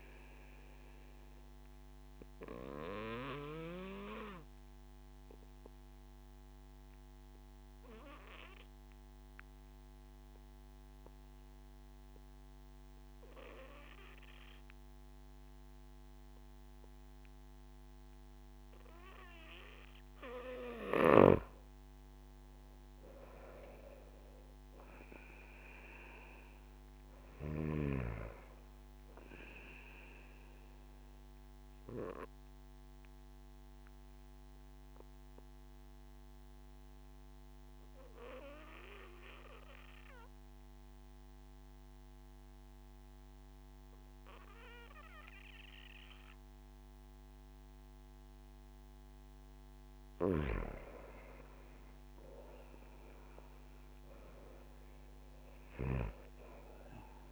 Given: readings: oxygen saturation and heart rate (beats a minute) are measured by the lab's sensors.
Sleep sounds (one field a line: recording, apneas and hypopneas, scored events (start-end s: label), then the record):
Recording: breathing in sleep by a microphone on the trachea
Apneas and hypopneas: 2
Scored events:
0.00-14.00 s: oxygen desaturation (device-marked, oxygen 92% lowest)
2.50-20.50 s: obstructive apnea (oxygen 97% before, 92% lowest)
22.50-26.50 s: arousal
31.00-50.00 s: obstructive apnea (oxygen 97% before, 93% lowest)
51.00-57.32 s: oxygen desaturation (device-marked, oxygen 97% before, 93% lowest)
51.50-55.00 s: arousal
From the record:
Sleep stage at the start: N2 (light sleep)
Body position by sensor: on the back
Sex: male